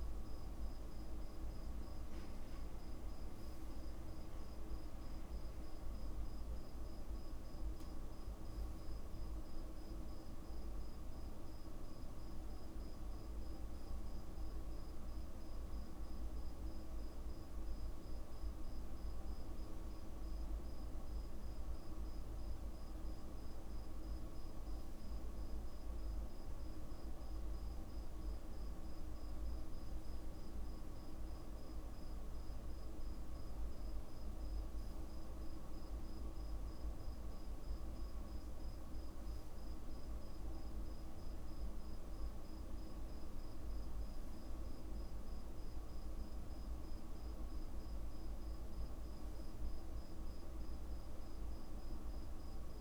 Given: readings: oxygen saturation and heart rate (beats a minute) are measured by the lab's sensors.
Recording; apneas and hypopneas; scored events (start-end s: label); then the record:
breathing in sleep, hard to hear, by a room microphone; none
2.00-4.00 s: long interval between heartbeats (device-marked, heart rate 56 before, 56 extreme)
From the record:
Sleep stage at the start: N2 (light sleep); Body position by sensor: on the back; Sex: male